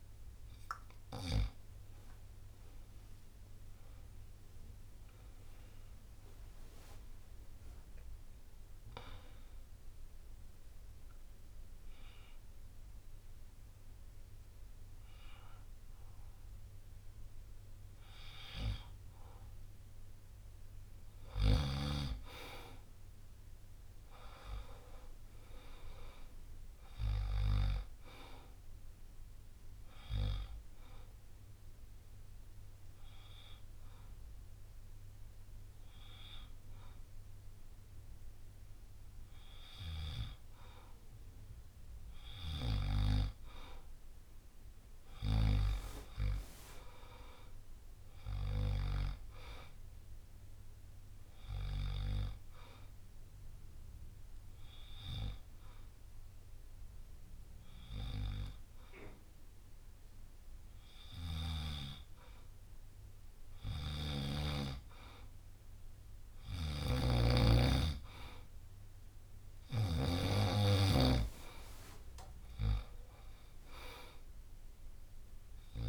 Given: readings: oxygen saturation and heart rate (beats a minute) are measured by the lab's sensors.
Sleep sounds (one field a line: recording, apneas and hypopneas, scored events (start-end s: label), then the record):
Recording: breathing in sleep by a room microphone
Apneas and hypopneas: 3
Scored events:
7.50-18.50 s: hypopnea (oxygen 96% before, 93% lowest, heart rate 68 before, 56 extreme, up 6 after)
8.00-17.00 s: drop in pulse transit time (device-marked, heart rate 68 before, 61 extreme)
21.00-24.00 s: arousal
30.00-37.00 s: bradycardia (device-marked, heart rate 67 before, 56 extreme)
30.00-48.00 s: oxygen desaturation (device-marked, oxygen 97% before, 93% lowest, heart rate 65 before, 56 extreme)
31.50-41.50 s: hypopnea (oxygen 97% before, 93% lowest, heart rate 64 before, 56 extreme, up 16 after)
46.50-50.00 s: arousal
52.50-62.50 s: hypopnea (oxygen 97% before, 93% lowest, heart rate 63 before, 60 extreme, up 4 after)
65.50-70.50 s: arousal
66.00-75.89 s: snoring (device-marked)
74.00-75.89 s: oxygen desaturation (device-marked, oxygen 96% before, 93% lowest, heart rate 62 before, 61 extreme)
From the record:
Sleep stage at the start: N2 (light sleep)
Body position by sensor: on the back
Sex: male